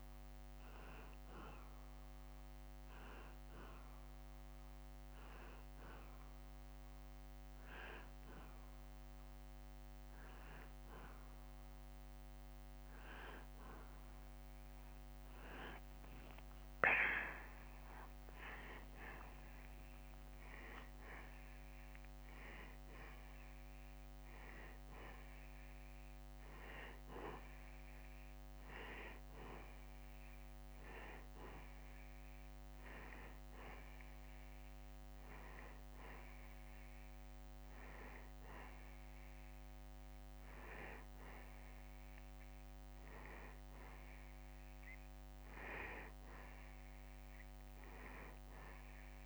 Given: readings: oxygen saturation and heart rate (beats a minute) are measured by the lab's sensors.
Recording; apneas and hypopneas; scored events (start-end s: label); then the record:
breathing in sleep by a microphone on the trachea; none
12.50-16.00 s: arousal
16.50-18.50 s: long interval between heartbeats (device-marked, heart rate 79 before, 85 extreme)
From the record:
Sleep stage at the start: N2 (light sleep); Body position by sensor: on the back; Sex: male